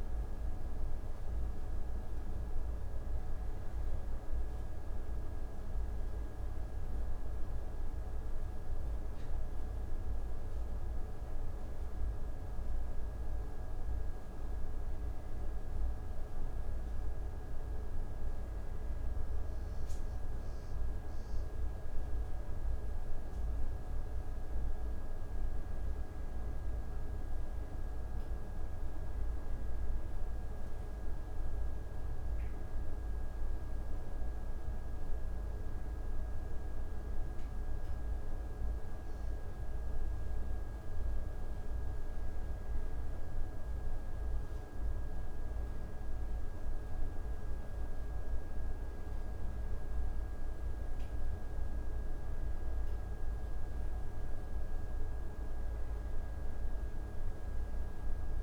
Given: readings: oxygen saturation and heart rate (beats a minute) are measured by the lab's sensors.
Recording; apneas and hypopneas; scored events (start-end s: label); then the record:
breathing in sleep, hard to hear, by a room microphone; none
none scored
From the record:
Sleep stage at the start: N1 (lightest sleep); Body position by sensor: on the back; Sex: male